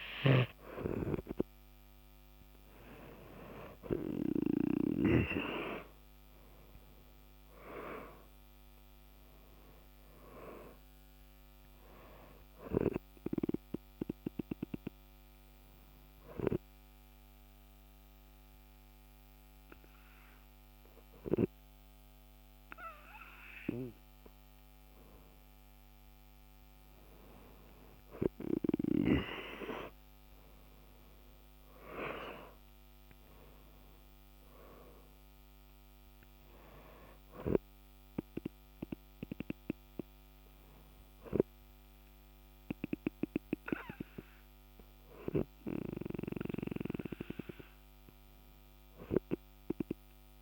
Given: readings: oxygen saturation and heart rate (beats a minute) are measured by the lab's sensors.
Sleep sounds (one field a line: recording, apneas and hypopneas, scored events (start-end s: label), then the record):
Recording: breathing in sleep by a microphone on the trachea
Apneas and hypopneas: 1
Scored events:
6.50-11.00 s: arousal
15.50-27.50 s: hypopnea (oxygen 96% before, 94% lowest, heart rate 62 before, 49 extreme, up 10 after)
30.50-35.00 s: arousal
From the record:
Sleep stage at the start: N2 (light sleep)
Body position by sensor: on the back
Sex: male